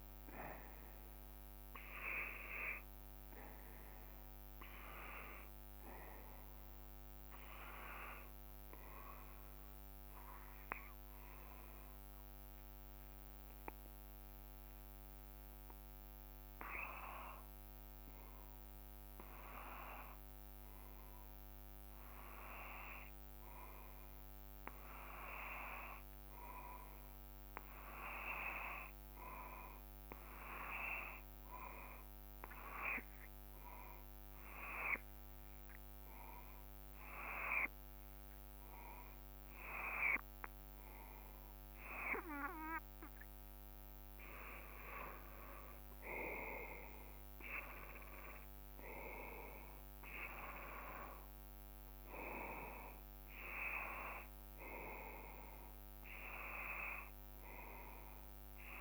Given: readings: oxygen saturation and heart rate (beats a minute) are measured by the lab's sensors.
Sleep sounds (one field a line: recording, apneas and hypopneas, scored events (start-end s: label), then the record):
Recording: breathing in sleep by a microphone on the trachea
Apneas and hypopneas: 1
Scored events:
0.00-13.00 s: oxygen desaturation (device-marked, oxygen 90% lowest, heart rate 54 extreme)
9.50-42.50 s: hypopnea (oxygen 95% before, 91% lowest, heart rate 60 before, 54 extreme, up 1 after)
31.00-58.81 s: oxygen desaturation (device-marked, oxygen 96% before, 91% lowest, heart rate 56 before, 54 extreme)
45.00-49.00 s: arousal
From the record:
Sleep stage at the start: N2 (light sleep)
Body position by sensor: on the back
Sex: male